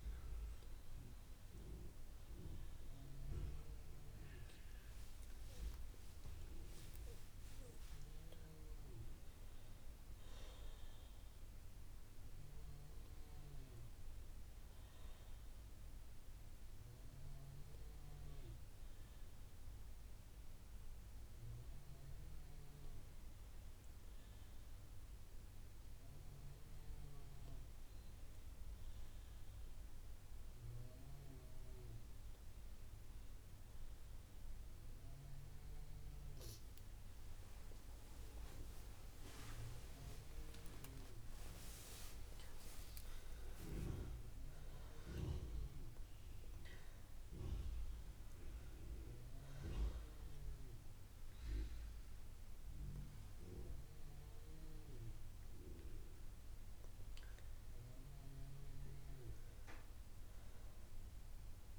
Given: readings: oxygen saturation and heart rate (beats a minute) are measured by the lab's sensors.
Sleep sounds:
breathing in sleep by a room microphone; none
37.50-42.50 s: arousal
54.00-58.00 s: oxygen desaturation (device-marked, oxygen 93% before, 90% lowest, heart rate 78 before, 61 extreme)
From the record:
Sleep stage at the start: N2 (light sleep); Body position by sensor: on the right side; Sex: female

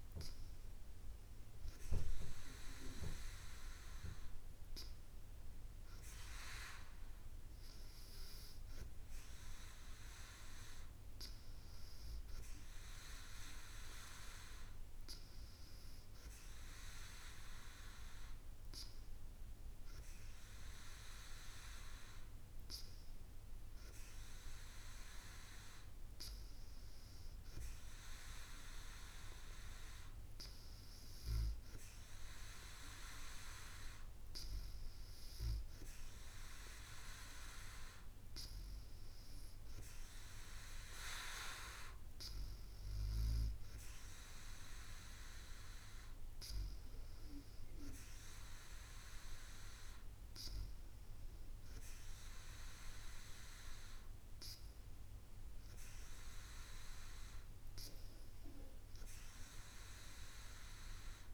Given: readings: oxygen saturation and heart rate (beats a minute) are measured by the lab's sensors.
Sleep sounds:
breathing in sleep by a room microphone; none
none scored
From the record:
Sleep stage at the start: N2 (light sleep); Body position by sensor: on the back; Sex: female

